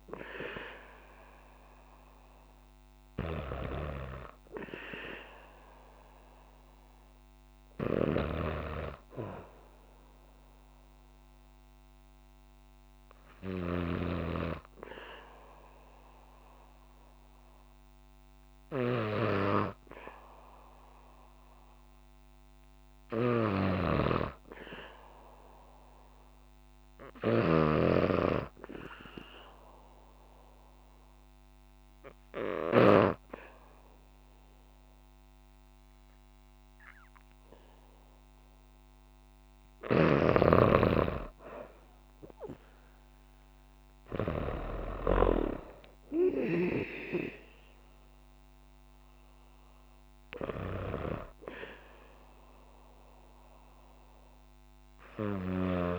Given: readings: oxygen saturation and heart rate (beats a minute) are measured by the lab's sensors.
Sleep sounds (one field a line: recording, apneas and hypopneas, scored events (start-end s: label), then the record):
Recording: breathing in sleep by a microphone on the trachea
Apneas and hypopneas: 1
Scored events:
7.50-13.50 s: snoring (device-marked)
22.50-32.50 s: snoring (device-marked)
28.00-39.00 s: obstructive apnea (oxygen 98% before, 93% lowest, heart rate 59 before, 56 extreme, up 10 after)
41.00-44.50 s: arousal
48.00-55.98 s: oxygen desaturation (device-marked, oxygen 96% before, 93% lowest, heart rate 64 before, 57 extreme)
From the record:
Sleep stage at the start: N2 (light sleep)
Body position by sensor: on the back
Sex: female